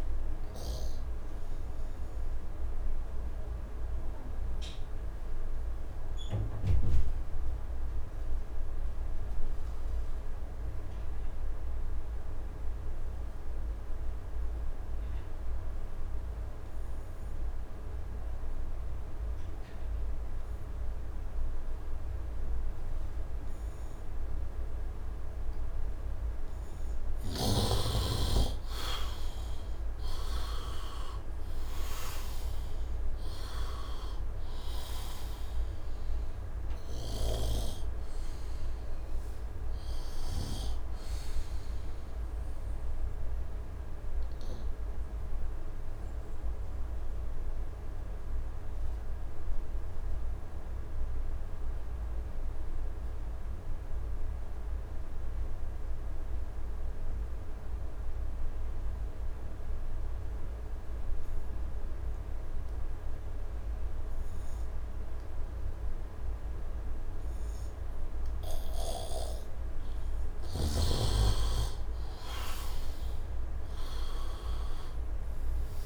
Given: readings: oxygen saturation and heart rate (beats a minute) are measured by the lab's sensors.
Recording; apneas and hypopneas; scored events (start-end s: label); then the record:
breathing in sleep by a room microphone; 2
0.00-17.50 s: oxygen desaturation (device-marked, oxygen 84% lowest, heart rate 73 extreme)
1.00-25.50 s: obstructive apnea (oxygen 99% before, 78% lowest, heart rate 80 before, 72 extreme, up 7 after)
26.50-54.50 s: oxygen desaturation (device-marked, oxygen 99% before, 78% lowest, heart rate 76 before, 72 extreme)
27.50-31.50 s: arousal
37.00-40.50 s: snoring (device-marked)
41.50-67.50 s: obstructive apnea (oxygen 99% before, 77% lowest, heart rate 79 before, 72 extreme, up 7 after)
63.50-75.86 s: oxygen desaturation (device-marked, oxygen 99% before, 77% lowest, heart rate 74 before, 74 extreme)
69.00-74.50 s: arousal
From the record:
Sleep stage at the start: N2 (light sleep); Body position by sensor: on the right side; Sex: male